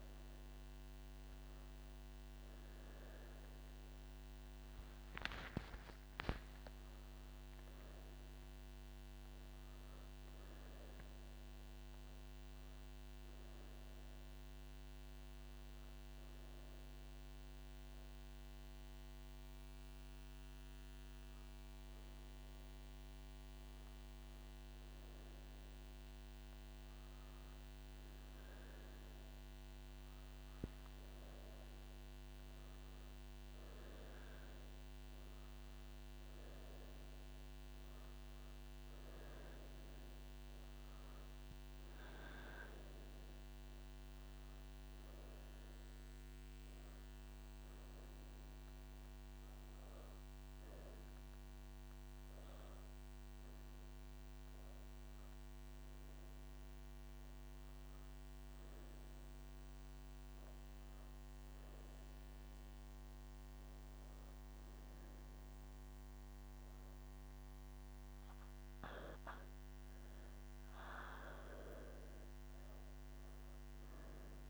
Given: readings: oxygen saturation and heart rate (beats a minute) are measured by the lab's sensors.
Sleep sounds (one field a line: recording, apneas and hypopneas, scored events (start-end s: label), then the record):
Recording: breathing in sleep, hard to hear, by a microphone on the trachea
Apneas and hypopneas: none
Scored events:
58.50-74.50 s: new sleep stage, N1 (lightest sleep)
From the record:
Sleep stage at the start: N3 (deep sleep)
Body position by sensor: on the right side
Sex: female